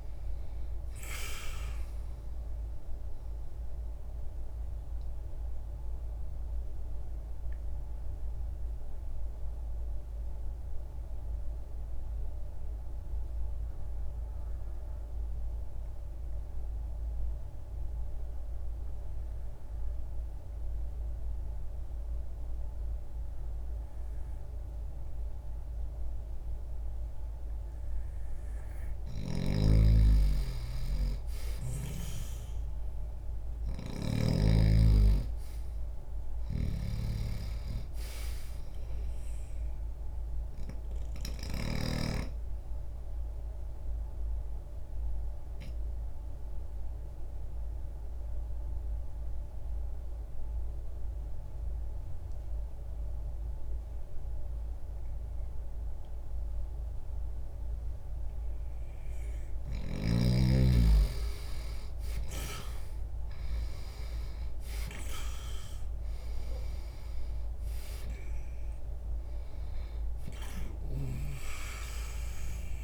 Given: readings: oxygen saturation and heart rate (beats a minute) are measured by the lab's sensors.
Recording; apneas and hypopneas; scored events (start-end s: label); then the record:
breathing in sleep by a room microphone; 2
4.00-28.50 s: obstructive apnea (oxygen 97% before, 85% lowest, heart rate 60 before, 60 extreme, up 0 after)
20.50-33.50 s: oxygen desaturation (device-marked, oxygen 94% before, 87% lowest, heart rate 60 before, 60 extreme)
29.00-42.00 s: snoring (device-marked)
31.50-36.50 s: arousal
43.00-59.50 s: obstructive apnea (oxygen 97% before, 85% lowest, heart rate 60 before, 60 extreme, up 1 after)
51.50-63.50 s: oxygen desaturation (device-marked, oxygen 95% before, 85% lowest, heart rate 60 before, 60 extreme)
62.50-67.50 s: arousal
From the record:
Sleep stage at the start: N2 (light sleep); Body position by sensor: on the left side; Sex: male